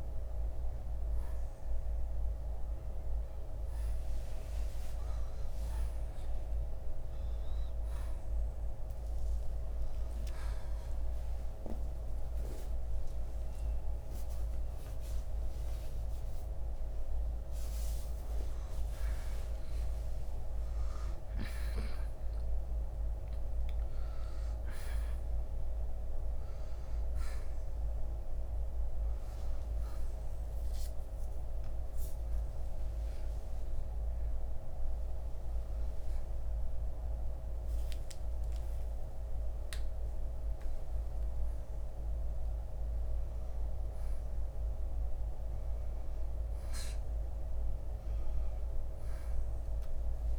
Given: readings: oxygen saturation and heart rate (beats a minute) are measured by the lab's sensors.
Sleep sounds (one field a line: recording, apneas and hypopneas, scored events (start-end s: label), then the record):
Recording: a person awake in a sleep study, hard to hear, by a room microphone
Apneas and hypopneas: none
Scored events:
11.50-25.50 s: oxygen desaturation (device-marked, oxygen 92% before, 89% lowest, heart rate 69 before, 67 extreme)
37.50-47.50 s: oxygen desaturation (device-marked, oxygen 93% before, 88% lowest, heart rate 79 before, 67 extreme)
From the record:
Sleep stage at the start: awake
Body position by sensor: on the right side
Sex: male